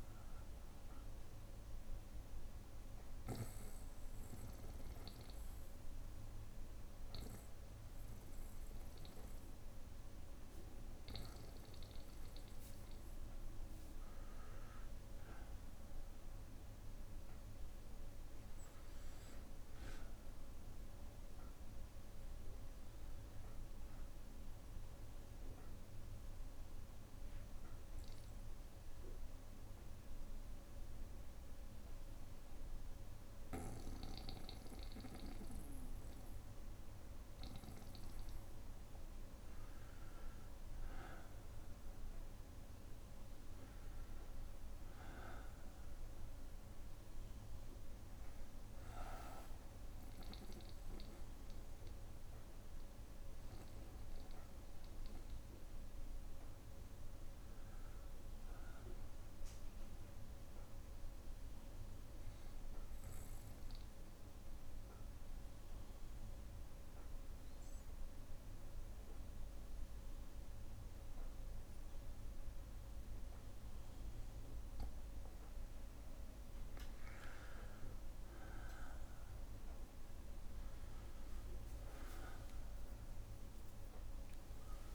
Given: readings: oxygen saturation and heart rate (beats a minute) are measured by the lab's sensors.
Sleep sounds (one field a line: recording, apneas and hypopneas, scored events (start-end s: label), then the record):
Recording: breathing in sleep, hard to hear, by a room microphone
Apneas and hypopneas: 3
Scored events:
1.00-13.00 s: oxygen desaturation (device-marked, oxygen 95% before, 92% lowest, heart rate 63 before, 61 extreme)
1.50-12.00 s: obstructive apnea (oxygen 95% before, 92% lowest, heart rate 63 before, 61 extreme, up 0 after)
14.50-18.50 s: arousal
25.00-37.50 s: obstructive apnea (oxygen 96% before, 91% lowest, heart rate 63 before, 61 extreme, up 3 after)
40.00-44.00 s: arousal
47.00-62.00 s: oxygen desaturation (device-marked, oxygen 96% before, 92% lowest, heart rate 62 before, 61 extreme)
62.50-76.00 s: obstructive apnea (oxygen 96% before, 91% lowest, heart rate 63 before, 62 extreme, up 21 after)
82.50-84.50 s: long interval between heartbeats (device-marked, heart rate 63 before, 79 extreme)
83.00-84.95 s: new sleep stage, awake
83.00-84.95 s: oxygen desaturation (device-marked, oxygen 95% before, 91% lowest, heart rate 64 before, 62 extreme)
From the record:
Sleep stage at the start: N2 (light sleep)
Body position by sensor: on the back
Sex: male